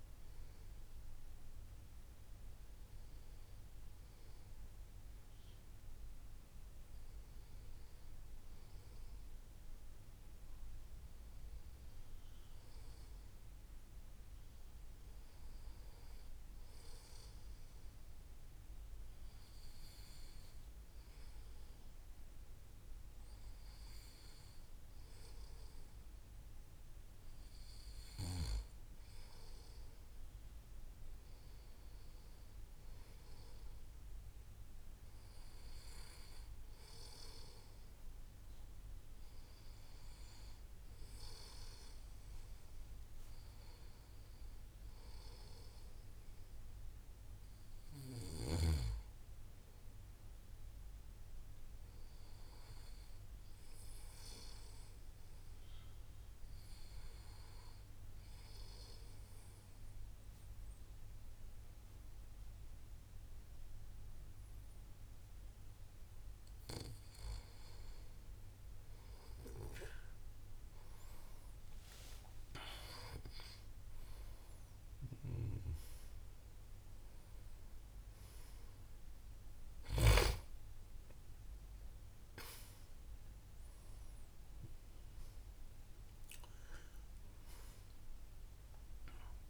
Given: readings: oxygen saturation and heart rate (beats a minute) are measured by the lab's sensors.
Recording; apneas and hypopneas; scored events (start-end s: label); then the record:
breathing in sleep by a room microphone; 1
46.00-50.00 s: arousal
52.50-67.50 s: hypopnea (oxygen 93% before, 90% lowest, heart rate 61 before, 59 extreme, up 7 after)
69.50-73.00 s: arousal
75.50-89.50 s: new sleep stage, N1 (lightest sleep)
From the record:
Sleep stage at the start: N2 (light sleep); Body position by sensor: on the back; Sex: male